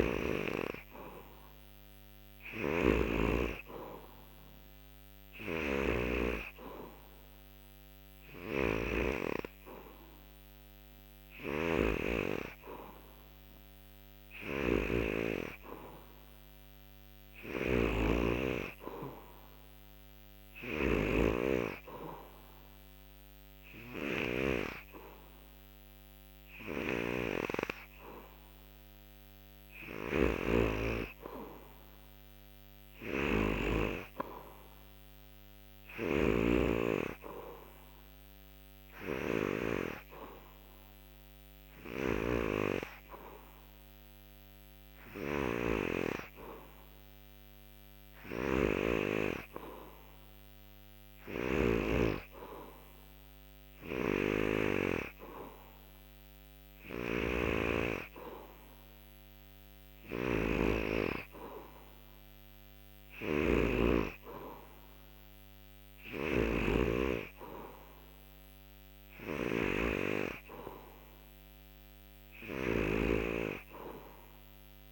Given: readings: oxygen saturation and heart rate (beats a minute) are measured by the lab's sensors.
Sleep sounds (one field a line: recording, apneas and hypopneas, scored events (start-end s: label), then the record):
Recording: breathing in sleep by a microphone on the trachea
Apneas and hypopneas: none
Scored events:
2.00-33.50 s: snoring (device-marked)
35.50-39.50 s: snoring (device-marked)
41.50-51.50 s: snoring (device-marked)
53.50-74.92 s: snoring (device-marked)
From the record:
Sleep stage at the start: N3 (deep sleep)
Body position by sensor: on the back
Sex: male